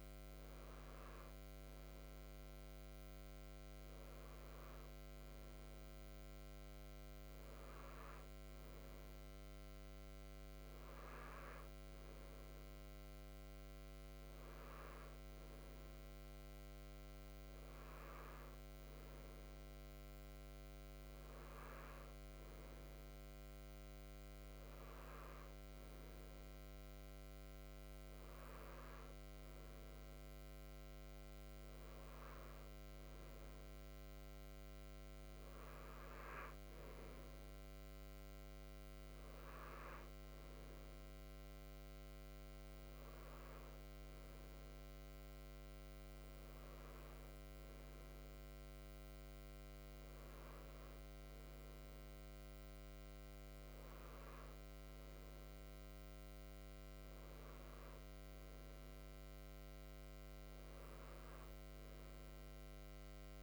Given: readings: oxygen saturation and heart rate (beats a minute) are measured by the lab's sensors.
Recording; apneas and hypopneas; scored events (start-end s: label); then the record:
breathing in sleep, hard to hear, by a microphone on the trachea; none
none scored
From the record:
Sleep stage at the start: N3 (deep sleep); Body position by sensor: on the right side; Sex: male